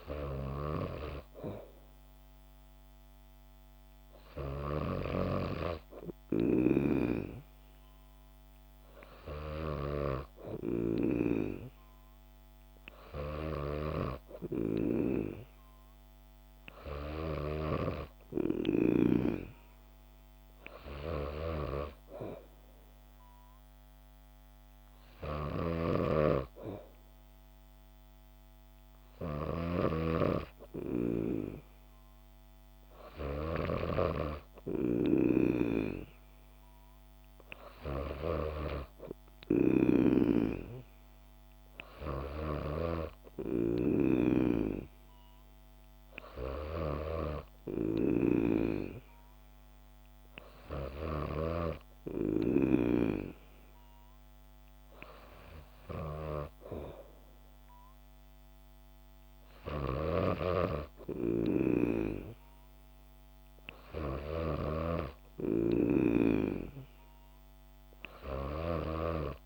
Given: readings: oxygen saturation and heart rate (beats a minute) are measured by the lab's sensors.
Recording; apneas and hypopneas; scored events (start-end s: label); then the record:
breathing in sleep by a microphone on the trachea; none
0.00-18.00 s: snoring (device-marked)
25.50-34.00 s: snoring (device-marked)
40.00-44.00 s: snoring (device-marked)
60.00-69.46 s: snoring (device-marked)
From the record:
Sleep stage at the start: N2 (light sleep); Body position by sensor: on the back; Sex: female